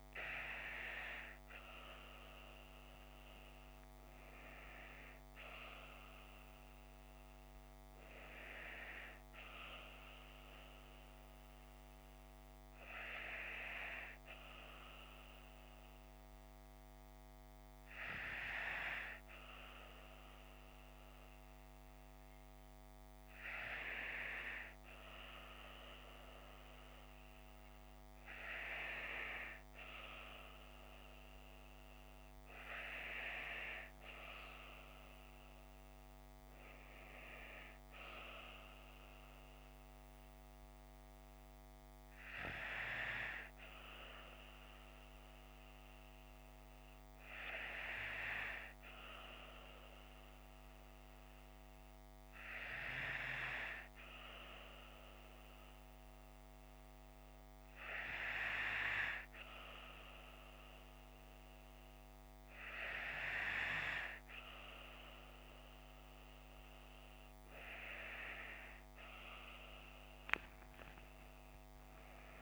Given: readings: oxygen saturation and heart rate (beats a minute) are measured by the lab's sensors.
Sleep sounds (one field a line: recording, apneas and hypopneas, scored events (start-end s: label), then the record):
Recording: breathing in sleep by a microphone on the trachea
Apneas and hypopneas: 2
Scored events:
6.50-9.50 s: arousal
13.00-24.50 s: hypopnea (oxygen 95% before, 93% lowest)
27.00-30.00 s: arousal
42.50-54.00 s: hypopnea (oxygen 95% before, 93% lowest)
58.00-61.00 s: arousal
69.50-72.42 s: new sleep stage, N1 (lightest sleep)
70.50-72.42 s: arousal
From the record:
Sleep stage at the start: N2 (light sleep)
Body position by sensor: on the left side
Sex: female